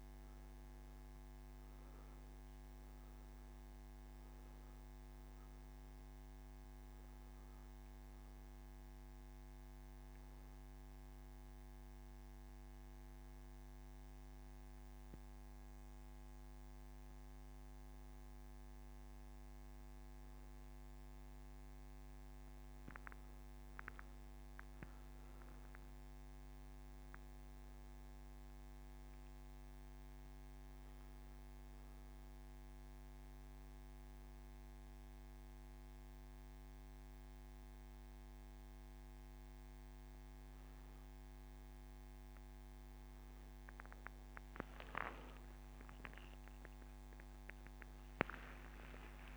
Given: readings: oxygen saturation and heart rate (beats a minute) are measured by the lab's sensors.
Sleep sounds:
breathing in sleep, hard to hear, by a microphone on the trachea; none
none scored
From the record:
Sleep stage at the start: N2 (light sleep); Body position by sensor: on the back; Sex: male

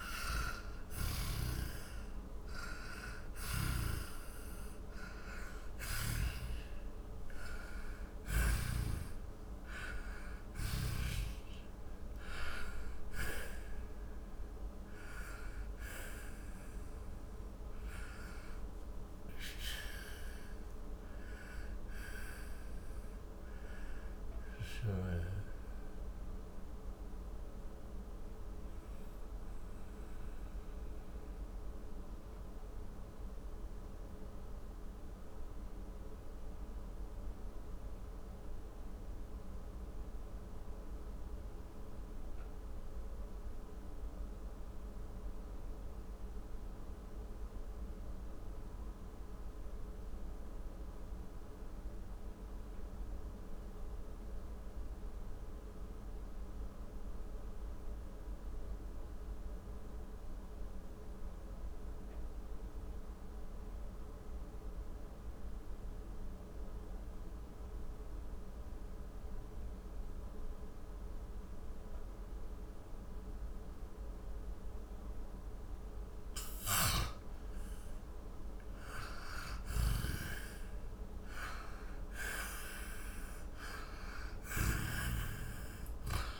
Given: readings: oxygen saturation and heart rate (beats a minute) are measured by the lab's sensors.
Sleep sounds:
breathing in sleep by a room microphone; 1
0.00-1.00 s: arousal
0.00-21.00 s: oxygen desaturation (device-marked, oxygen 88% lowest, heart rate 48 extreme)
19.50-76.50 s: mixed apnea (oxygen 97% before, 87% lowest, heart rate 68 before, 49 extreme, up 17 after)
27.00-40.00 s: oxygen desaturation (device-marked, oxygen 91% before, 87% lowest, heart rate 65 before, 52 extreme)
66.00-86.40 s: oxygen desaturation (device-marked, oxygen 99% before, 87% lowest, heart rate 57 before, 40 extreme)
77.50-82.00 s: arousal
84.00-86.40 s: snoring (device-marked)
From the record:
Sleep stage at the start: N2 (light sleep); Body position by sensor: on the back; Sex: male

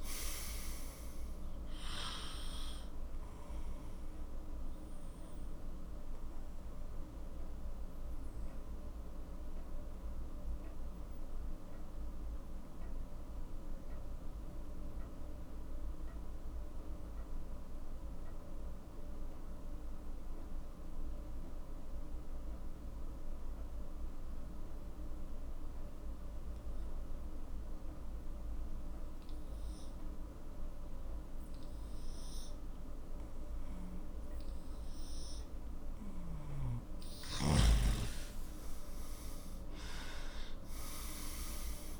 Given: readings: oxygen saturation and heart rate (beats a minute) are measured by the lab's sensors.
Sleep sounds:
breathing in sleep, hard to hear, by a room microphone; 1
0.00-18.00 s: oxygen desaturation (device-marked, oxygen 91% lowest, heart rate 42 extreme)
3.00-35.50 s: obstructive apnea (oxygen 98% before, 91% lowest, heart rate 55 before, 39 extreme, up 15 after)
34.00-42.00 s: oxygen desaturation (device-marked, oxygen 98% before, 91% lowest, heart rate 45 before, 39 extreme)
38.00-42.00 s: arousal
From the record:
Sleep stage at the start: N2 (light sleep); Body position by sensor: on the left side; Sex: male

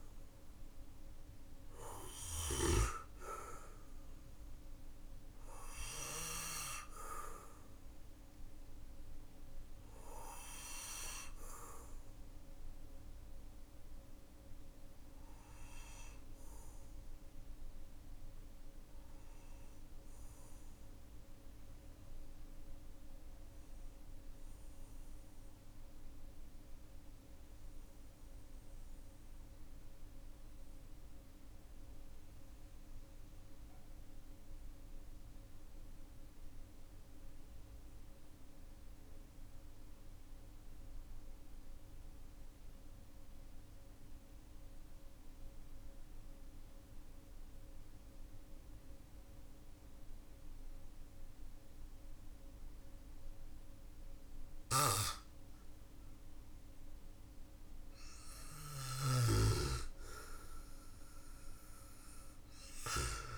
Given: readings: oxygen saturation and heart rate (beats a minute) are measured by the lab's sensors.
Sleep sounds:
breathing in sleep by a room microphone; 1
0.00-31.00 s: oxygen desaturation (device-marked, oxygen 92% lowest, heart rate 44 extreme)
5.50-57.50 s: obstructive apnea (oxygen 99% before, 92% lowest, heart rate 55 before, 44 extreme, up 10 after)
60.00-63.38 s: arousal
From the record:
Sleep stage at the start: N2 (light sleep); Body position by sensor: on the back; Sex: male

